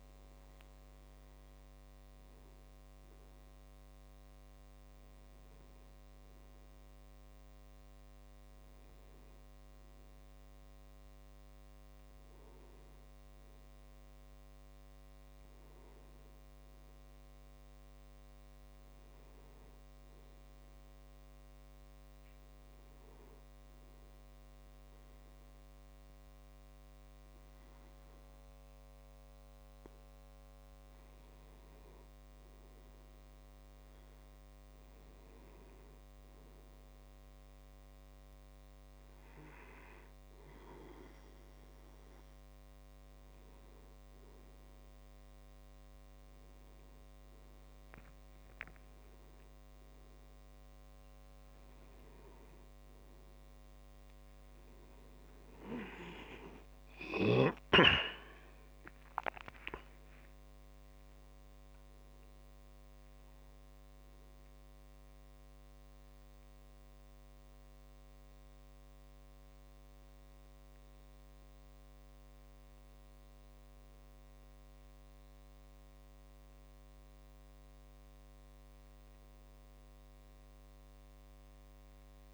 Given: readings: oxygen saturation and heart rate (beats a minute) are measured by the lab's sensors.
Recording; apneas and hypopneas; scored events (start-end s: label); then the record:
breathing in sleep by a microphone on the trachea; none
40.00-82.34 s: new sleep stage, N1 (lightest sleep)
57.00-60.50 s: arousal
From the record:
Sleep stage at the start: N2 (light sleep); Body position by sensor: on the back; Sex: male